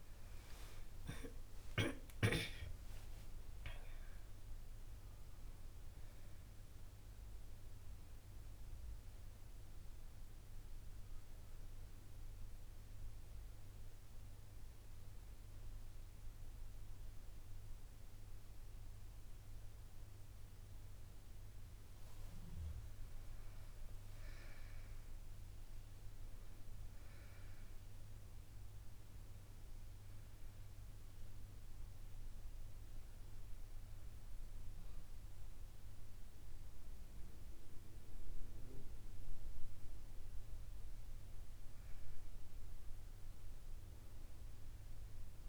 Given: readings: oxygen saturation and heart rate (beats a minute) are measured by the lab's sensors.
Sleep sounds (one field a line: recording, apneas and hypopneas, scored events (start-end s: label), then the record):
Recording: a person partly awake in a sleep study, hard to hear, by a room microphone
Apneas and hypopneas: none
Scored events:
6.50-45.49 s: new sleep stage, N1 (lightest sleep)
From the record:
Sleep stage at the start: awake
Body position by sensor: on the back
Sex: female